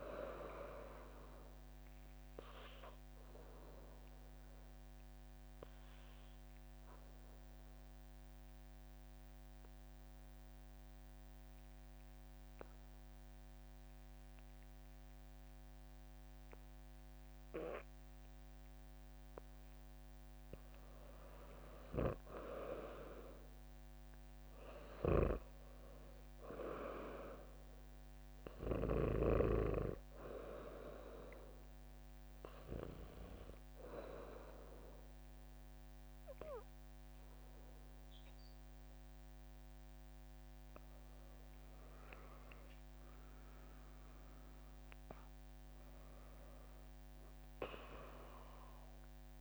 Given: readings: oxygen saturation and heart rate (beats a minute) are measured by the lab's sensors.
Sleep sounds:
breathing in sleep by a microphone on the trachea; 2
0.00-4.00 s: drop in pulse transit time (device-marked, heart rate 61 extreme)
3.50-19.50 s: obstructive apnea (oxygen 99% before, 96% lowest, heart rate 65 before, 57 extreme, up 0 after)
17.00-22.00 s: bradycardia (device-marked, heart rate 67 before, 57 extreme)
21.50-25.50 s: arousal
32.50-42.50 s: obstructive apnea (oxygen 100% before, 95% lowest, heart rate 63 before, 64 extreme, up 2 after)
41.00-49.41 s: drop in pulse transit time (device-marked, heart rate 62 before, 64 extreme)
43.00-45.50 s: arousal
From the record:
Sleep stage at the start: N2 (light sleep); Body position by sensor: on the back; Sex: female

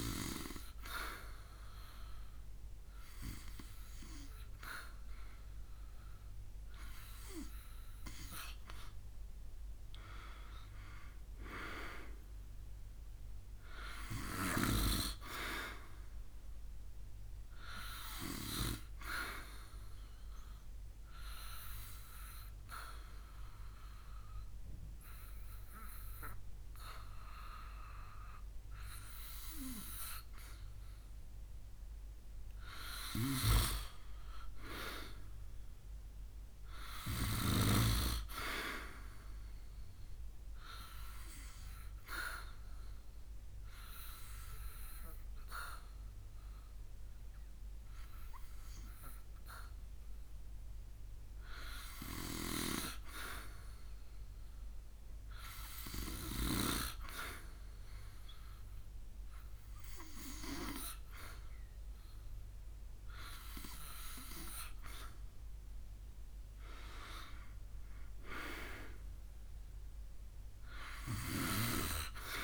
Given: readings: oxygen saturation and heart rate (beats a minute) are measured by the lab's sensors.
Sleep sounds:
breathing in sleep by a room microphone; 1
39.00-50.00 s: obstructive apnea (oxygen 92% before, 90% lowest, heart rate 69 before, 65 extreme, up 5 after)
51.50-54.50 s: arousal
63.50-72.44 s: oxygen desaturation (device-marked, oxygen 95% before, 90% lowest, heart rate 68 before, 67 extreme)
From the record:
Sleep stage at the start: N2 (light sleep); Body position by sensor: on the back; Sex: male

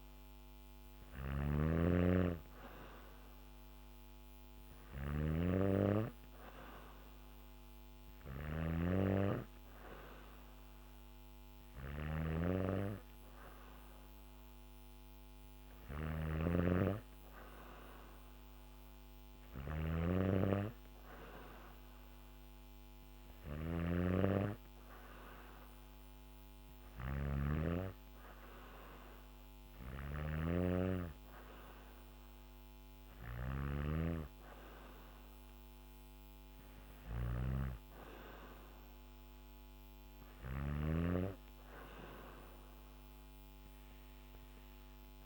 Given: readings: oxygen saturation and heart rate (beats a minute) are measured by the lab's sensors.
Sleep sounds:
breathing in sleep by a microphone on the trachea; none
0.00-40.00 s: snoring (device-marked)
From the record:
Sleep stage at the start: N2 (light sleep); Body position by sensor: on the back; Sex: female

